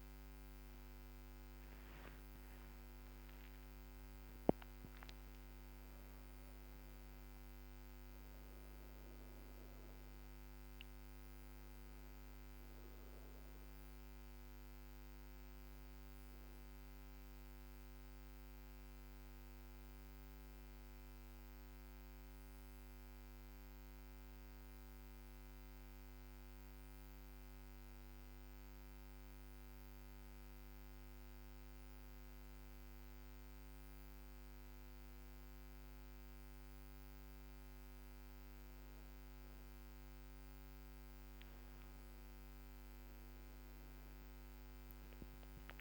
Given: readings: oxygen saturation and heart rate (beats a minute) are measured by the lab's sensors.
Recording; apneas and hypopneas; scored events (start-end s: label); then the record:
a person awake in a sleep study, hard to hear, by a microphone on the trachea; none
none scored
From the record:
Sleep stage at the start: awake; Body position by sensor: on the back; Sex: female